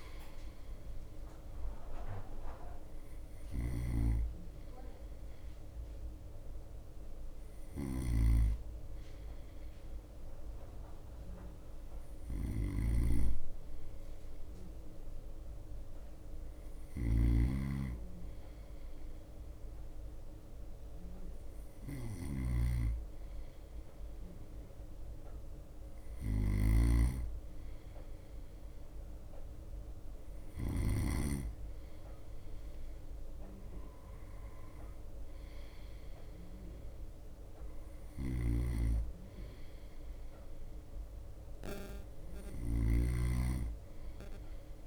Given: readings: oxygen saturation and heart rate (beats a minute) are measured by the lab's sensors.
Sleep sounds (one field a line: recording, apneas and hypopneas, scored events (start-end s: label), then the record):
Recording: breathing in sleep by a room microphone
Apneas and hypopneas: none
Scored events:
0.00-31.00 s: snoring (device-marked)
0.00-34.00 s: bradycardia (device-marked, heart rate 55 extreme)
37.00-44.87 s: bradycardia (device-marked, heart rate 58 before, 54 extreme)
38.50-44.87 s: snoring (device-marked)
From the record:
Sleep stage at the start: N2 (light sleep)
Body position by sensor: on the right side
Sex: male